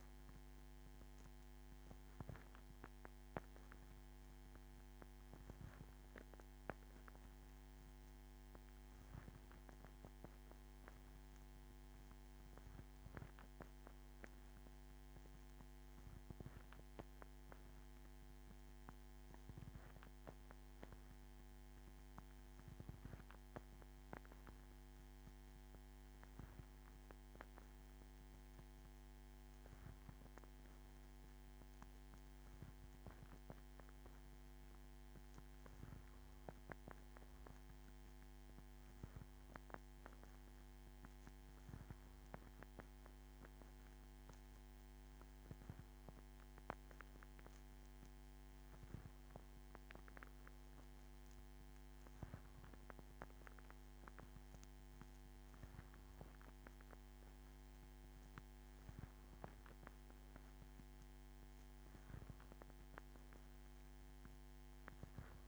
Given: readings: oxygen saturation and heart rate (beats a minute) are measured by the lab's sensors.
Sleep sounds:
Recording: breathing in sleep by a microphone on the trachea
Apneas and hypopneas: none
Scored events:
none scored
From the record:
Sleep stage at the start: N2 (light sleep)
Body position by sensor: on the back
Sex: female

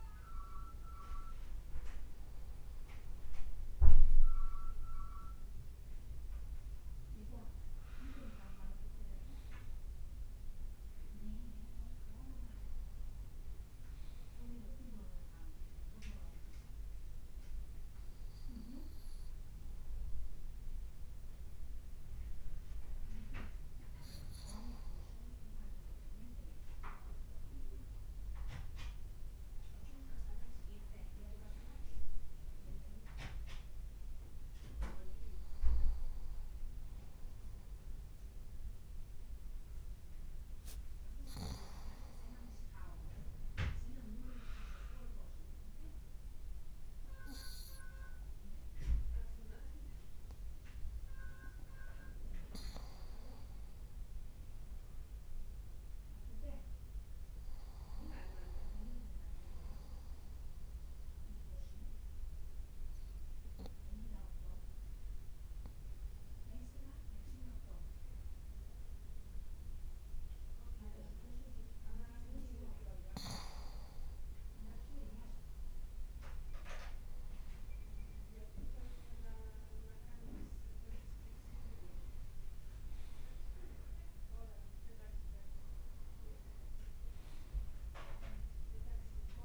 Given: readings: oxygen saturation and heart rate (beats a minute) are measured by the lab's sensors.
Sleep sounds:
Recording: breathing in sleep by a room microphone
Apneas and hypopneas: 1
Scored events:
61.00-72.00 s: obstructive apnea (oxygen 96% before, 94% lowest, heart rate 56 before, 57 extreme, up 2 after)
73.50-78.50 s: arousal
From the record:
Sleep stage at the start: N2 (light sleep)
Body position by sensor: on the front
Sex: male

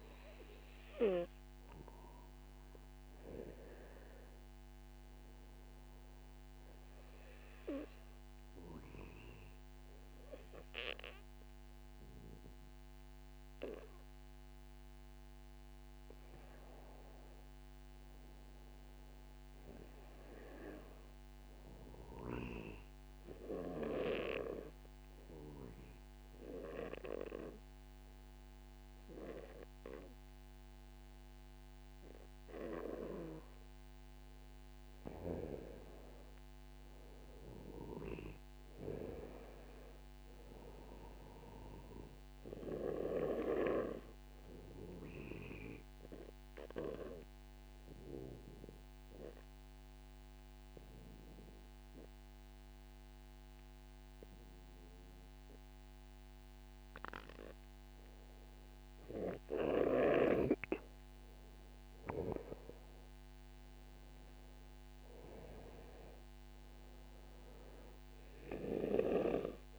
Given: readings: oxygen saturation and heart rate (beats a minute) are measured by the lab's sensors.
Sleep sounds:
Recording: breathing in sleep by a microphone on the trachea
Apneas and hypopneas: 3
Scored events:
4.00-14.50 s: obstructive apnea (oxygen 97% before, 93% lowest, heart rate 54 before, 52 extreme, up 14 after)
17.50-21.00 s: arousal
23.00-34.00 s: central apnea (oxygen 96% before, 92% lowest, heart rate 59 before, 43 extreme, up 14 after)
35.50-38.00 s: arousal
44.00-61.00 s: mixed apnea (oxygen 95% before, 92% lowest, heart rate 59 before, 52 extreme, up 1 after)
64.00-68.50 s: arousal
From the record:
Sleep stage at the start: N2 (light sleep)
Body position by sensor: on the back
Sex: male

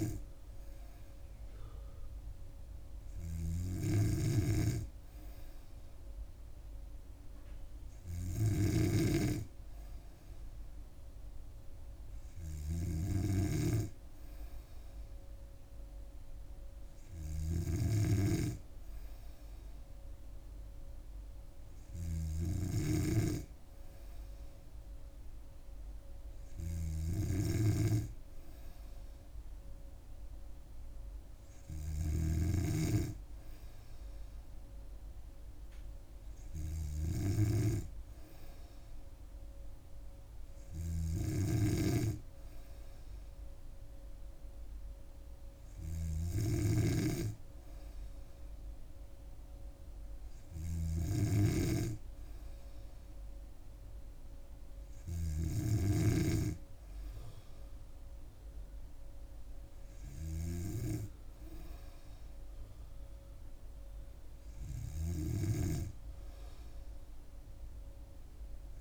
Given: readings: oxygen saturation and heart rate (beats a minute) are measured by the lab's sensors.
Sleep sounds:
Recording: breathing in sleep by a room microphone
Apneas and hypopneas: none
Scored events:
0.00-9.00 s: snoring (device-marked)
41.00-56.00 s: snoring (device-marked)
65.00-68.81 s: snoring (device-marked)
From the record:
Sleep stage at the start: N2 (light sleep)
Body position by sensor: on the back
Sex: female

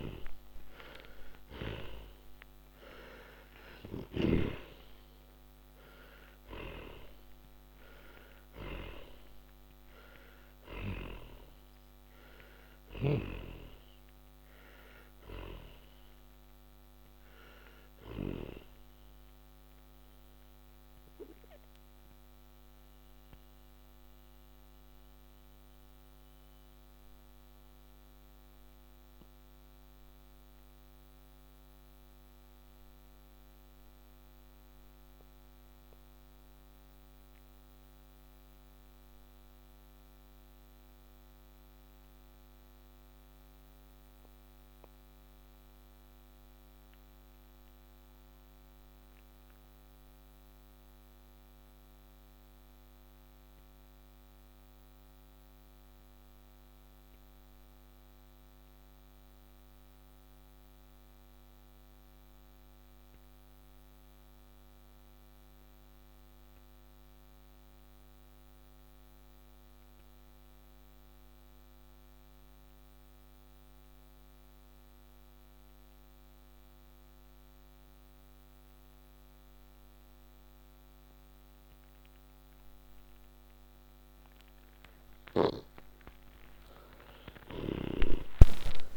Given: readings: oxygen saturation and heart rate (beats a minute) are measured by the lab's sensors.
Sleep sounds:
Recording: breathing in sleep by a microphone on the trachea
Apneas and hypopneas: 1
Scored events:
0.00-2.50 s: arousal
0.00-3.50 s: snoring (device-marked)
0.00-17.00 s: oxygen desaturation (device-marked, oxygen 89% lowest)
20.00-83.00 s: mixed apnea (oxygen 95% before, 81% lowest)
24.00-61.00 s: oxygen desaturation (device-marked, oxygen 92% before, 82% lowest)
82.00-88.97 s: oxygen desaturation (device-marked, oxygen 98% before, 81% lowest)
85.50-88.97 s: arousal
87.00-88.97 s: snoring (device-marked)
From the record:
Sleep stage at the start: N2 (light sleep)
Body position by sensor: on the back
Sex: male

